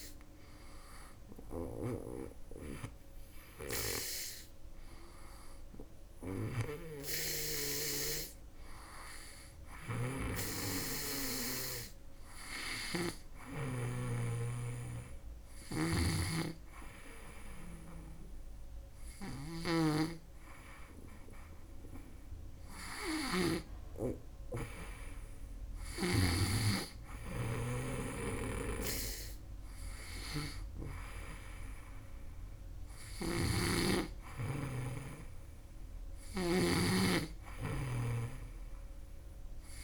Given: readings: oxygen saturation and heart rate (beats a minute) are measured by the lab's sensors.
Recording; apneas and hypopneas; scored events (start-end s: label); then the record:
breathing in sleep by a room microphone; none
1.00-23.00 s: snoring (device-marked)
25.00-39.84 s: snoring (device-marked)
From the record:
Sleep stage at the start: N2 (light sleep); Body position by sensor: on the back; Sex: female